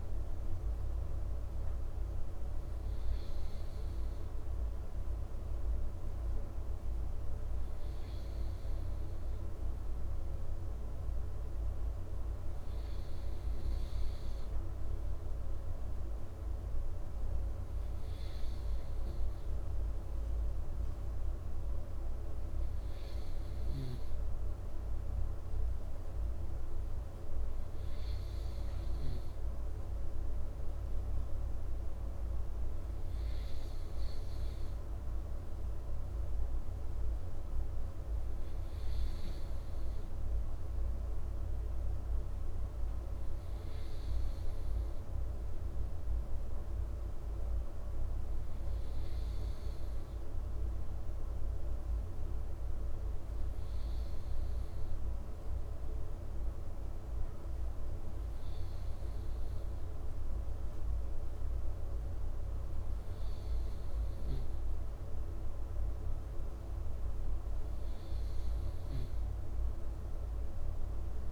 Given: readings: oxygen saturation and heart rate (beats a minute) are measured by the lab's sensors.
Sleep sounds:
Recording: breathing in sleep, hard to hear, by a room microphone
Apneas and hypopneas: none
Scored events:
none scored
From the record:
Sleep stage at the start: N2 (light sleep)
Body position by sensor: on the right side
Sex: male

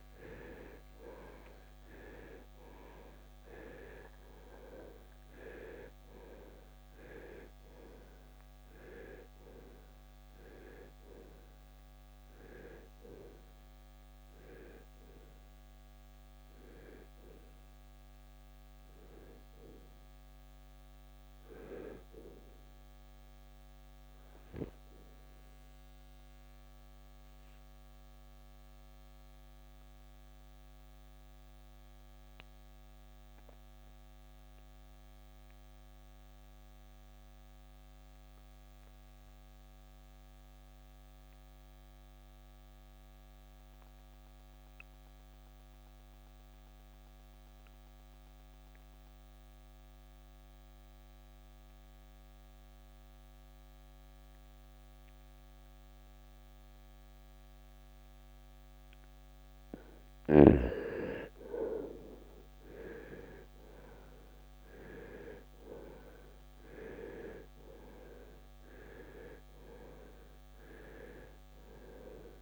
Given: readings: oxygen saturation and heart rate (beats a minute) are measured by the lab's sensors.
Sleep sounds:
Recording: breathing in sleep by a microphone on the trachea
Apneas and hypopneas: 1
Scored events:
0.00-35.00 s: oxygen desaturation (device-marked, oxygen 79% lowest, heart rate 48 extreme)
24.50-60.00 s: obstructive apnea (oxygen 94% before, 79% lowest, heart rate 83 before, 48 extreme, up 22 after)
56.00-72.42 s: oxygen desaturation (device-marked, oxygen 98% before, 82% lowest, heart rate 62 before, 54 extreme)
62.00-66.50 s: arousal
From the record:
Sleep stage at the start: N2 (light sleep)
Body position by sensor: on the right side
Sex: male

